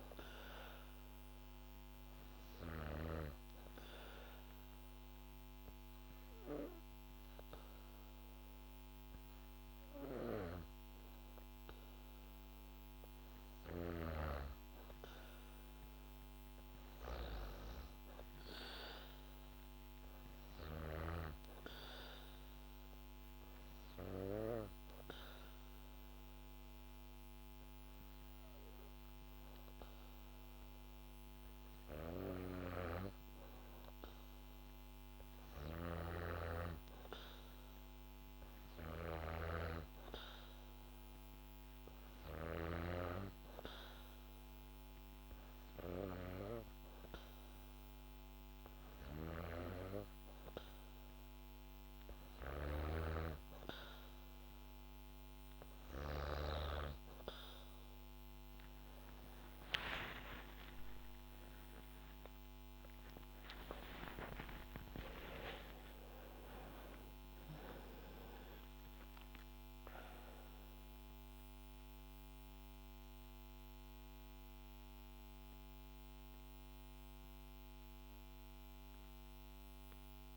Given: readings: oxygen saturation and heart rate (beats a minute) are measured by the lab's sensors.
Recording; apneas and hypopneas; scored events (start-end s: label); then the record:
breathing in sleep by a microphone on the trachea; 3
2.00-12.50 s: obstructive apnea (oxygen 99% before, 94% lowest, heart rate 65 before, 64 extreme, up 6 after)
15.00-18.00 s: arousal
23.50-34.50 s: obstructive apnea (oxygen 99% before, 94% lowest, heart rate 66 before, 66 extreme)
35.50-42.50 s: snoring (device-marked)
37.00-41.50 s: arousal
42.50-53.00 s: hypopnea (oxygen 97% before, 94% lowest, heart rate 69 before, 67 extreme, up 7 after)
59.00-65.50 s: arousal
68.00-80.36 s: new sleep stage, N1 (lightest sleep)
From the record:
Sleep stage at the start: N2 (light sleep); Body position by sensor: on the back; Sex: female